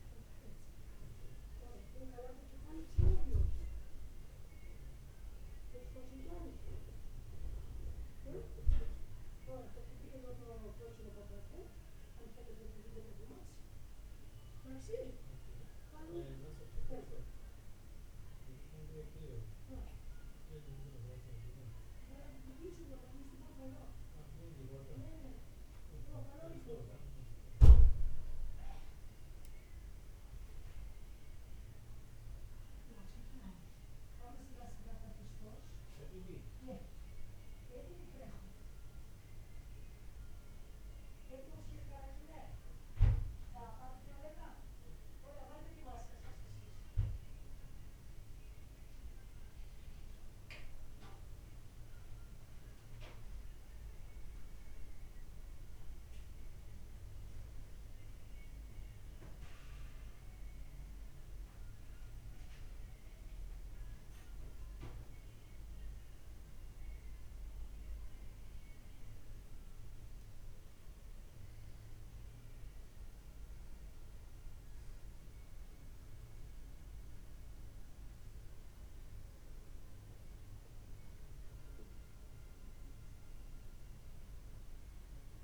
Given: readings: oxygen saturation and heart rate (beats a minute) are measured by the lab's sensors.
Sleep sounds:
a person awake in a sleep study, by a room microphone; none
70.50-85.44 s: new sleep stage, N1 (lightest sleep)
From the record:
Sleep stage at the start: awake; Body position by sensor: on the back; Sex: male

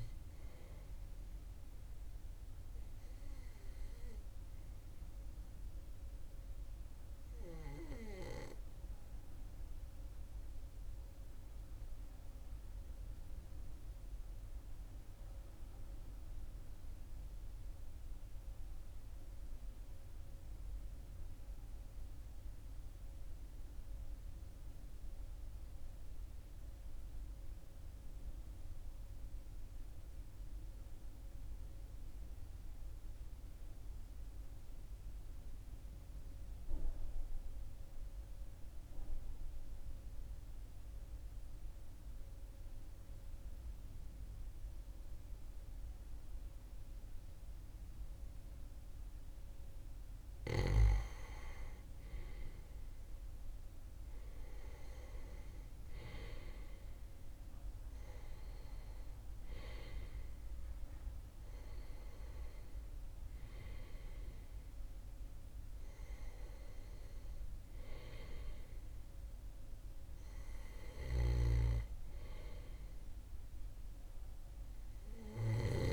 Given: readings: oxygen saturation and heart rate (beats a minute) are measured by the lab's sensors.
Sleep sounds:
breathing in sleep by a room microphone; 1
2.00-18.00 s: oxygen desaturation (device-marked, oxygen 95% before, 91% lowest, heart rate 42 before, 39 extreme)
7.50-50.50 s: obstructive apnea (oxygen 97% before, 91% lowest, heart rate 41 before, 39 extreme, up 2 after)
45.00-64.00 s: oxygen desaturation (device-marked, oxygen 99% before, 95% lowest, heart rate 40 before, 39 extreme)
52.50-57.00 s: arousal
70.50-75.50 s: snoring (device-marked)
From the record:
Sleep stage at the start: N2 (light sleep); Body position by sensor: on the back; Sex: male

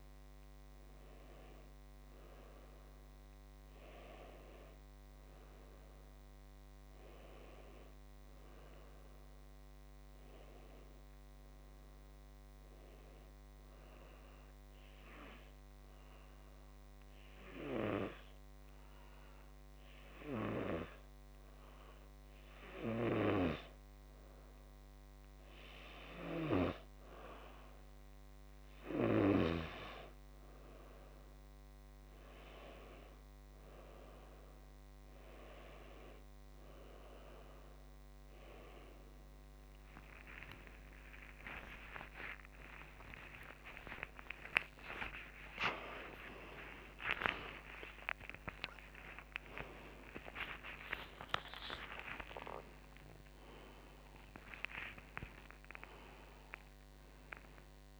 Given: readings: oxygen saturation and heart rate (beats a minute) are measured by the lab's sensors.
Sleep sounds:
breathing in sleep by a microphone on the trachea; 1
0.00-13.50 s: oxygen desaturation (device-marked, oxygen 93% lowest, heart rate 47 extreme)
13.00-25.50 s: obstructive apnea (oxygen 99% before, 92% lowest, heart rate 54 before, 47 extreme, up 7 after)
29.50-58.00 s: oxygen desaturation (device-marked, oxygen 97% before, 92% lowest)
38.50-48.50 s: tachycardia (device-marked, heart rate 59 before, 155 extreme)
40.50-42.50 s: long interval between heartbeats (device-marked, heart rate 56 before, 88 extreme)
44.00-52.00 s: arousal
45.00-47.00 s: long interval between heartbeats (device-marked, heart rate 68 before, 149 extreme)
49.00-51.00 s: long interval between heartbeats (device-marked, heart rate 86 before, 116 extreme)
52.00-54.00 s: long interval between heartbeats (device-marked, heart rate 96 before, 100 extreme)
55.00-57.00 s: long interval between heartbeats (device-marked, heart rate 103 before, 67 extreme)
From the record:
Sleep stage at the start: N1 (lightest sleep); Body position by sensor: on the back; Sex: male

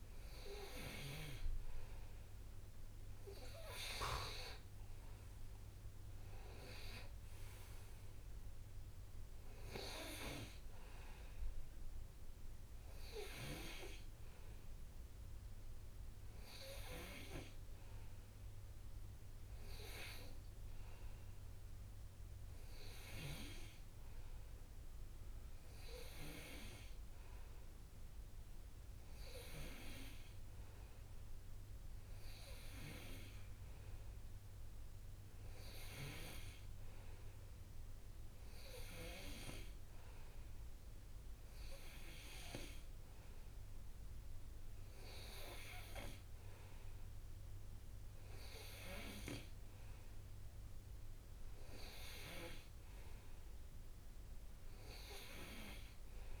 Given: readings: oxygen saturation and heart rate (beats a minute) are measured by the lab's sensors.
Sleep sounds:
breathing in sleep by a room microphone; none
none scored
From the record:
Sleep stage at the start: N2 (light sleep); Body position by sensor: on the right side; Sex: male

